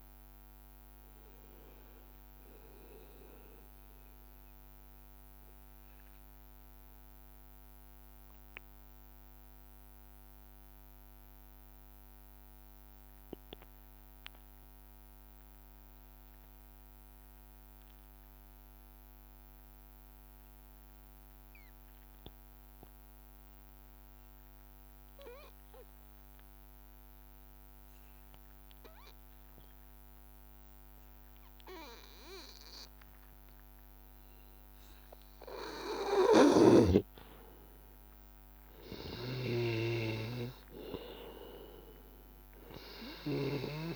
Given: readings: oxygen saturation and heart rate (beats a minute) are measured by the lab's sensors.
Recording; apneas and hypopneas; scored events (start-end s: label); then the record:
breathing in sleep by a microphone on the trachea; 1
0.00-15.50 s: oxygen desaturation (device-marked, oxygen 92% lowest, heart rate 80 extreme)
4.50-36.50 s: mixed apnea (oxygen 97% before, 92% lowest, heart rate 86 before, 80 extreme, up 5 after)
29.50-31.50 s: long interval between heartbeats (device-marked, heart rate 83 before, 82 extreme)
34.50-43.96 s: oxygen desaturation (device-marked, oxygen 99% before, 94% lowest, heart rate 83 before, 83 extreme)
38.50-43.96 s: arousal
From the record:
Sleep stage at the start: N2 (light sleep); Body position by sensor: on the back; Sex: male